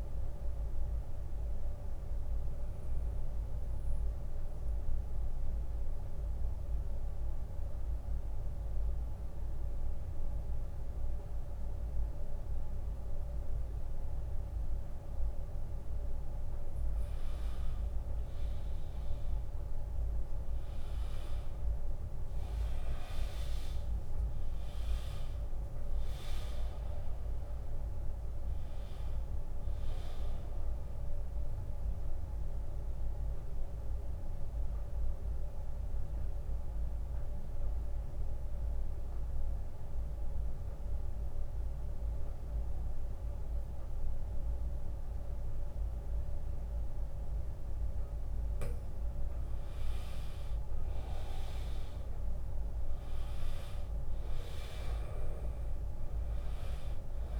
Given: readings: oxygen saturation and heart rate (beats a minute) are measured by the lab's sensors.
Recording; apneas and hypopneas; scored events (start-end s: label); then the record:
breathing in sleep, hard to hear, by a room microphone; 2
0.00-10.00 s: oxygen desaturation (device-marked, oxygen 90% lowest, heart rate 69 extreme)
1.50-15.50 s: obstructive apnea (oxygen 97% before, 90% lowest, heart rate 80 before, 69 extreme, up 4 after)
21.00-26.00 s: arousal
23.00-35.00 s: drop in pulse transit time (device-marked, heart rate 75 before, 73 extreme)
29.00-43.00 s: oxygen desaturation (device-marked, oxygen 99% before, 94% lowest, heart rate 75 before, 72 extreme)
32.00-47.50 s: obstructive apnea (oxygen 100% before, 90% lowest, heart rate 75 before, 72 extreme, up 12 after)
51.50-55.00 s: arousal
56.00-57.40 s: oxygen desaturation (device-marked, oxygen 99% before, 92% lowest, heart rate 80 before, 69 extreme)
From the record:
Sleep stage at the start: N2 (light sleep); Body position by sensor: on the back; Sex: male